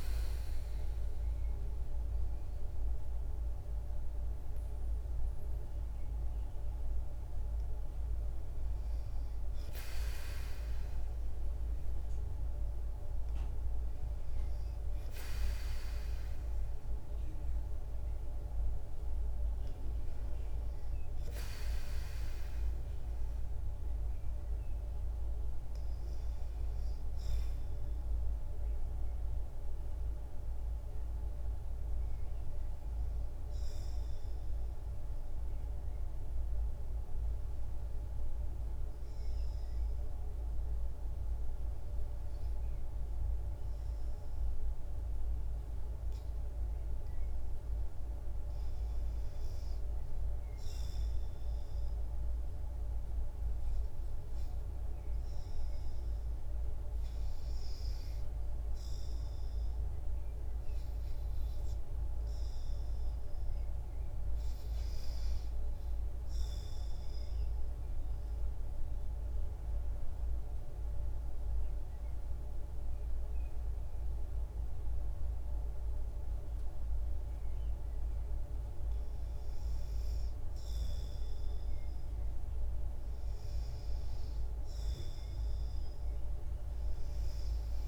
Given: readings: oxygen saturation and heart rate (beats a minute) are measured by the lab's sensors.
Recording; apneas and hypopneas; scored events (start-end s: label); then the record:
breathing in sleep, hard to hear, by a room microphone; 2
0.00-12.50 s: oxygen desaturation (device-marked, oxygen 84% lowest, heart rate 58 extreme)
34.50-47.00 s: obstructive apnea (oxygen 97% before, 88% lowest, heart rate 62 before, 58 extreme, up 2 after)
50.00-54.00 s: arousal
51.50-64.50 s: oxygen desaturation (device-marked, oxygen 96% before, 92% lowest, heart rate 58 before, 61 extreme)
67.50-77.50 s: obstructive apnea (oxygen 96% before, 87% lowest, heart rate 61 before, 62 extreme, up 1 after)
80.00-83.50 s: arousal
From the record:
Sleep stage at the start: REM sleep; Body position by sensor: on the back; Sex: female